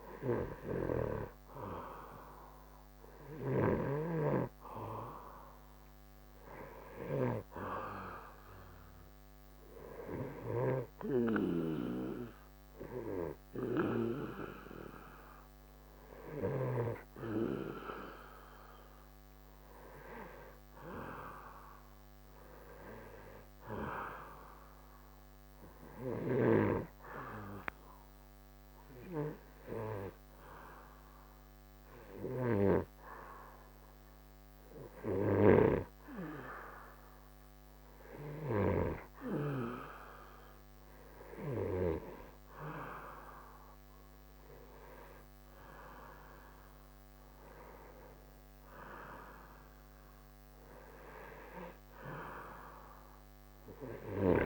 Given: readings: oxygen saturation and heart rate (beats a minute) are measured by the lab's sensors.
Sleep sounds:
breathing in sleep by a microphone on the trachea; 1
10.50-17.00 s: snoring (device-marked)
26.50-36.00 s: snoring (device-marked)
26.50-39.00 s: hypopnea (oxygen 94% before, 90% lowest, heart rate 31 before, 57 extreme, up 20 after)
43.50-48.00 s: arousal
47.00-54.46 s: oxygen desaturation (device-marked, oxygen 93% before, 90% lowest, heart rate 70 before, 66 extreme)
From the record:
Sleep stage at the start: N2 (light sleep); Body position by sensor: on the back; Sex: male

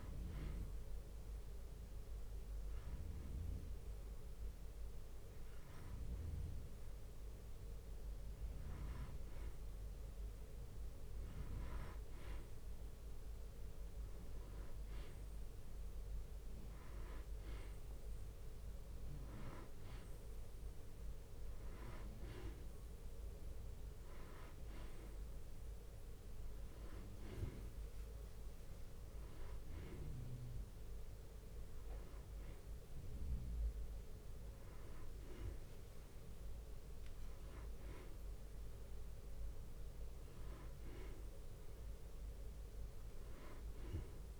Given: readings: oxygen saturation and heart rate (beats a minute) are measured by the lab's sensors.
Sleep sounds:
breathing in sleep by a room microphone; none
0.00-3.00 s: drop in pulse transit time (device-marked, heart rate 57 extreme)
0.00-16.00 s: bradycardia (device-marked, heart rate 51 extreme)
15.00-26.00 s: drop in pulse transit time (device-marked, heart rate 58 before, 56 extreme)
23.00-30.00 s: bradycardia (device-marked, heart rate 62 before, 57 extreme)
24.00-44.40 s: new sleep stage, N1 (lightest sleep)
From the record:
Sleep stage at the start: N2 (light sleep); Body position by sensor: on the back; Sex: male

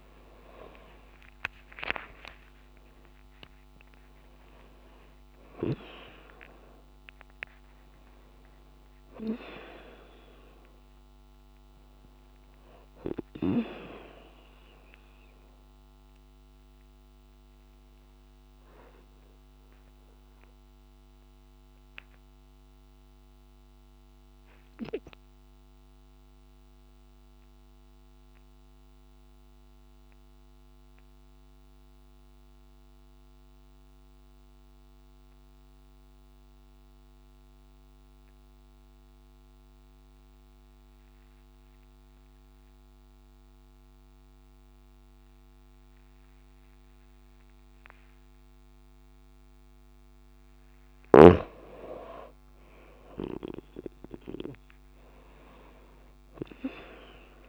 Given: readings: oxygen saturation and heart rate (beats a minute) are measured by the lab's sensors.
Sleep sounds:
breathing in sleep by a microphone on the trachea; 1
0.00-1.50 s: arousal
0.00-1.50 s: snoring (device-marked)
2.50-4.50 s: long interval between heartbeats (device-marked)
4.00-28.00 s: oxygen desaturation (device-marked, oxygen 96% before, 92% lowest)
20.50-49.50 s: mixed apnea (oxygen 97% before, 90% lowest)
44.00-57.49 s: oxygen desaturation (device-marked, oxygen 97% before, 90% lowest)
52.50-57.49 s: arousal
From the record:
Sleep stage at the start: N2 (light sleep); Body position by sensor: on the back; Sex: female

